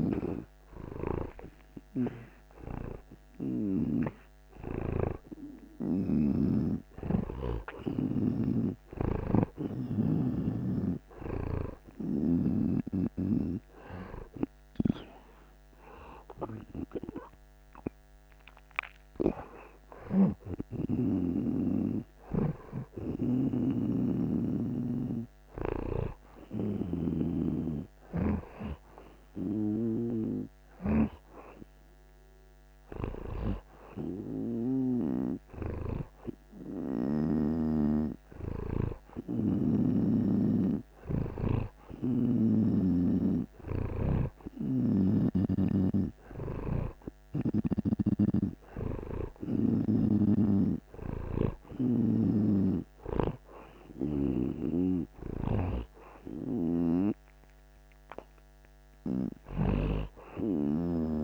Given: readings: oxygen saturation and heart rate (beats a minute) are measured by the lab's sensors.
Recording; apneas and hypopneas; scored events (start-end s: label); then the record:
breathing in sleep by a microphone on the trachea; none
0.00-4.00 s: snoring (device-marked)
3.50-15.50 s: oxygen desaturation (device-marked, oxygen 91% before, 88% lowest)
8.50-12.50 s: snoring (device-marked)
15.50-19.00 s: arousal
20.00-23.50 s: snoring (device-marked)
30.50-35.00 s: snoring (device-marked)
44.50-48.00 s: snoring (device-marked)
52.50-57.00 s: snoring (device-marked)
From the record:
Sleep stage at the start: N2 (light sleep); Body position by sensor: on the right side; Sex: male